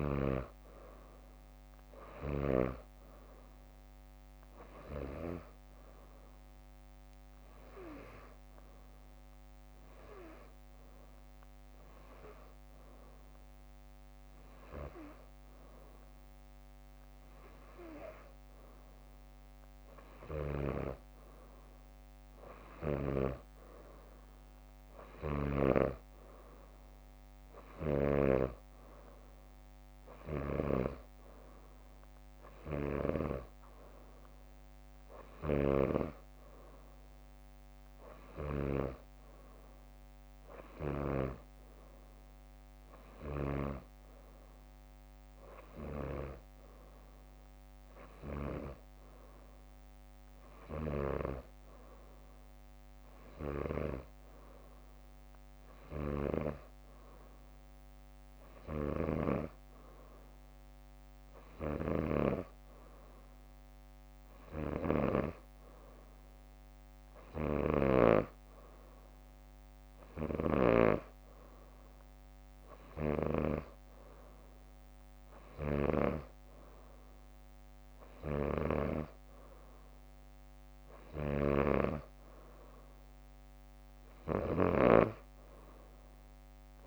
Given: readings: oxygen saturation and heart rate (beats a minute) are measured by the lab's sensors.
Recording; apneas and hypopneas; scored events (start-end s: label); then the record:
breathing in sleep by a microphone on the trachea; 1
5.00-17.00 s: oxygen desaturation (device-marked, oxygen 94% before, 90% lowest, heart rate 64 before, 59 extreme)
8.00-19.50 s: hypopnea (oxygen 94% before, 89% lowest, heart rate 64 before, 59 extreme, up 10 after)
22.00-25.50 s: arousal
30.00-32.00 s: bradycardia (device-marked, heart rate 66 before, 66 extreme)
36.00-38.00 s: leg movement (device-marked)
44.00-46.00 s: bradycardia (device-marked, heart rate 66 before, 62 extreme)
53.00-55.00 s: bradycardia (device-marked, heart rate 66 before, 62 extreme)
56.00-58.00 s: bradycardia (device-marked, heart rate 66 before, 59 extreme)
67.00-69.00 s: bradycardia (device-marked, heart rate 66 before, 62 extreme)
70.00-75.00 s: leg movement (device-marked)
79.00-81.00 s: bradycardia (device-marked, heart rate 66 before, 61 extreme)
84.00-86.87 s: leg movement (device-marked)
From the record:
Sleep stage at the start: N2 (light sleep); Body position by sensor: on the back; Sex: female